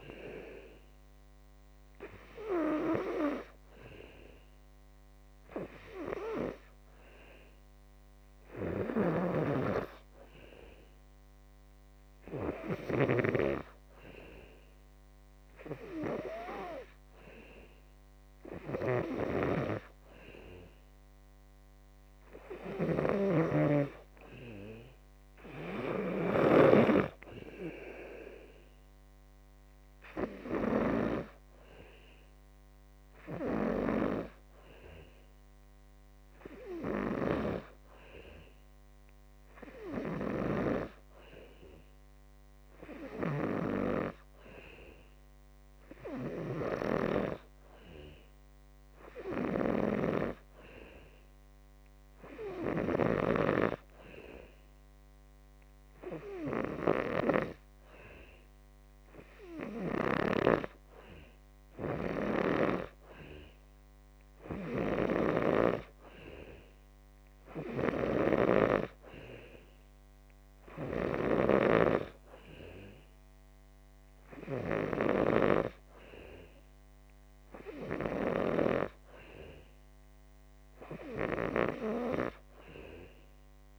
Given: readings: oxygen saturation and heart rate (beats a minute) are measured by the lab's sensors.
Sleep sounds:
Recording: breathing in sleep by a microphone on the trachea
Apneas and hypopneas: none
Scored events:
6.00-20.00 s: oxygen desaturation (device-marked, oxygen 91% before, 84% lowest, heart rate 64 before, 55 extreme)
From the record:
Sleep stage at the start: N2 (light sleep)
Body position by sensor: on the back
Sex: male

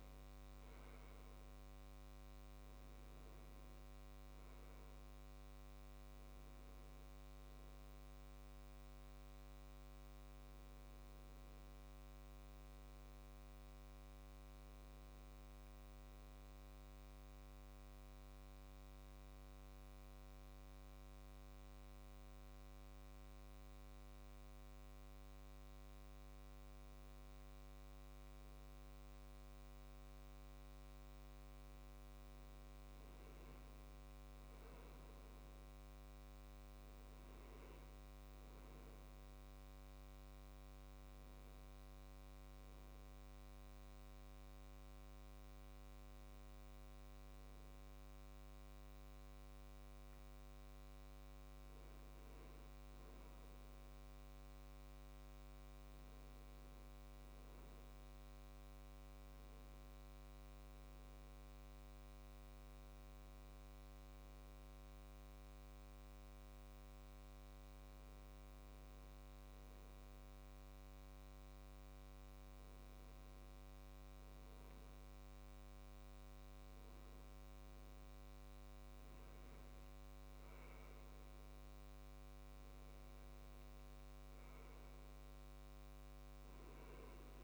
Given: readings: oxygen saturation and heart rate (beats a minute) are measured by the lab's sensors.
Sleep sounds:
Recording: breathing in sleep, hard to hear, by a microphone on the trachea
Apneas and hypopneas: 2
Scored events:
17.00-31.50 s: hypopnea (oxygen 96% before, 95% lowest, heart rate 70 before, 62 extreme, up 5 after)
34.00-37.00 s: arousal
60.00-75.50 s: hypopnea (oxygen 98% before, 95% lowest, heart rate 65 before, 65 extreme, up 8 after)
78.50-82.00 s: arousal
From the record:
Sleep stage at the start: N2 (light sleep)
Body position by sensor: on the left side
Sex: male

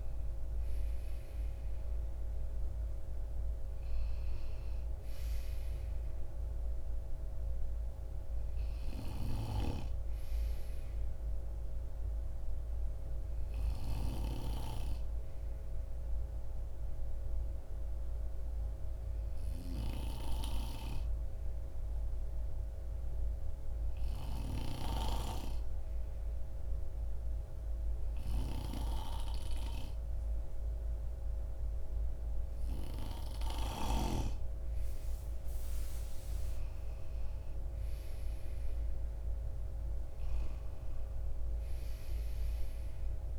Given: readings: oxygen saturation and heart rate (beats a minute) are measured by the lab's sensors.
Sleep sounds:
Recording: breathing in sleep by a room microphone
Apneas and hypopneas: 1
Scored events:
0.00-1.50 s: arousal
15.00-32.00 s: obstructive apnea (oxygen 95% before, 89% lowest)
34.50-38.50 s: arousal
39.00-43.39 s: oxygen desaturation (device-marked, oxygen 93% before, 90% lowest)
From the record:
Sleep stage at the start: N2 (light sleep)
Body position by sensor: on the right side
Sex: male

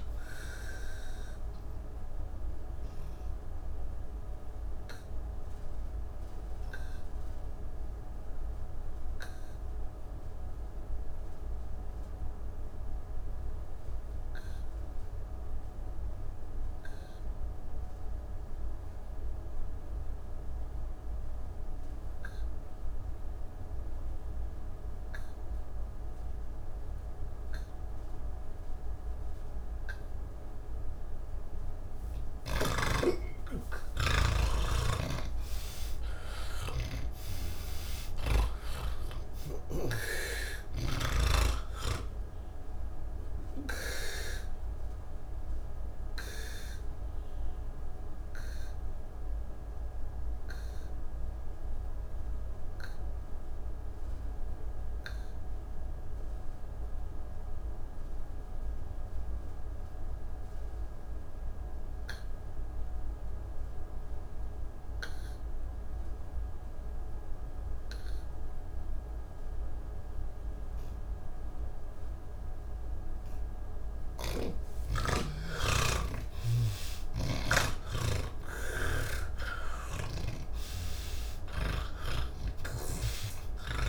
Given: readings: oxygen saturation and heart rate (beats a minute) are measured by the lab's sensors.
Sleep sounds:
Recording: breathing in sleep by a room microphone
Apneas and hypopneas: 2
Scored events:
0.00-16.50 s: oxygen desaturation (device-marked, oxygen 83% lowest)
1.00-32.50 s: obstructive apnea (oxygen 99% before, 80% lowest)
25.50-61.50 s: oxygen desaturation (device-marked, oxygen 99% before, 80% lowest)
37.50-41.00 s: snoring (device-marked)
43.00-74.00 s: obstructive apnea (oxygen 99% before, 79% lowest)
66.50-83.88 s: oxygen desaturation (device-marked, oxygen 98% before, 79% lowest, heart rate 85 before, 131 extreme)
76.50-80.50 s: snoring (device-marked)
82.50-83.88 s: snoring (device-marked)
From the record:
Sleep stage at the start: N3 (deep sleep)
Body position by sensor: on the back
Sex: male

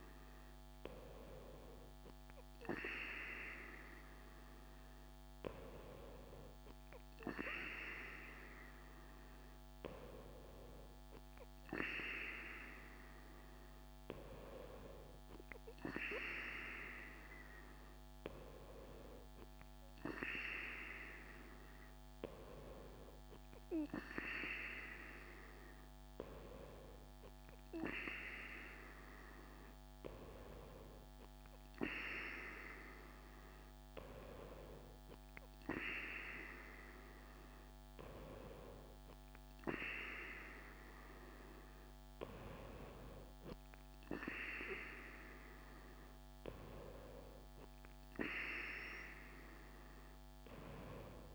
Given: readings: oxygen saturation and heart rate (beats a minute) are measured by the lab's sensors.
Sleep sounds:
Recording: breathing in sleep by a microphone on the trachea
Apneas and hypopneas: none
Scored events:
none scored
From the record:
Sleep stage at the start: N2 (light sleep)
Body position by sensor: on the right side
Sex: female

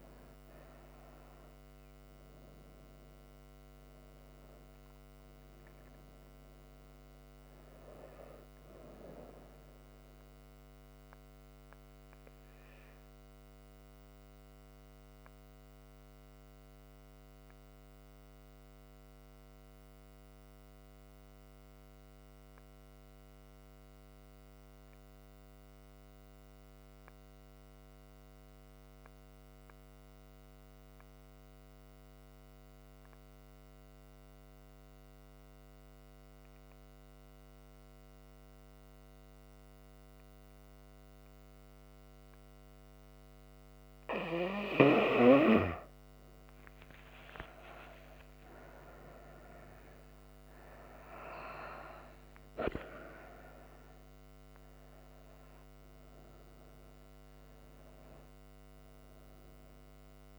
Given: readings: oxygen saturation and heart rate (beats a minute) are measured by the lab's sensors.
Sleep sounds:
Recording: breathing in sleep by a microphone on the trachea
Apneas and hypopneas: 1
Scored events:
0.00-16.50 s: oxygen desaturation (device-marked, oxygen 91% lowest)
13.00-42.50 s: obstructive apnea (oxygen 96% before, 90% lowest)
34.50-60.39 s: oxygen desaturation (device-marked, oxygen 98% before, 90% lowest)
46.50-50.00 s: arousal
From the record:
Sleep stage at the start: N2 (light sleep)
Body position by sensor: on the right side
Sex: female

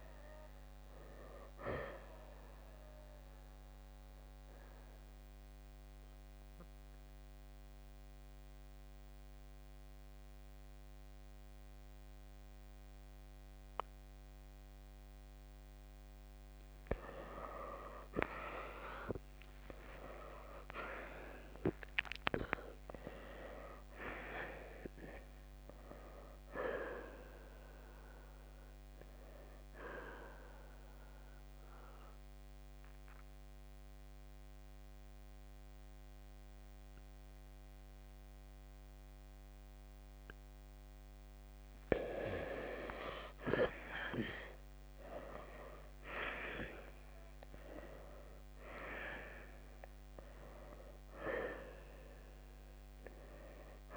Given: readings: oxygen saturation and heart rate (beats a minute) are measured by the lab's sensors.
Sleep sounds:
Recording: breathing in sleep by a microphone on the trachea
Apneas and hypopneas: 2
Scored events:
3.50-16.00 s: central apnea (oxygen 90% before, 87% lowest, heart rate 74 before, 52 extreme, up 35 after)
18.50-23.00 s: arousal
21.50-34.50 s: oxygen desaturation (device-marked, oxygen 92% before, 87% lowest, heart rate 76 before, 52 extreme)
30.50-42.50 s: obstructive apnea (oxygen 92% before, 87% lowest, heart rate 75 before, 52 extreme, up 14 after)
40.50-53.97 s: oxygen desaturation (device-marked, oxygen 95% before, 87% lowest, heart rate 73 before, 53 extreme)
44.00-48.00 s: arousal
From the record:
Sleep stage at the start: N2 (light sleep)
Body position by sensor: on the right side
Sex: male

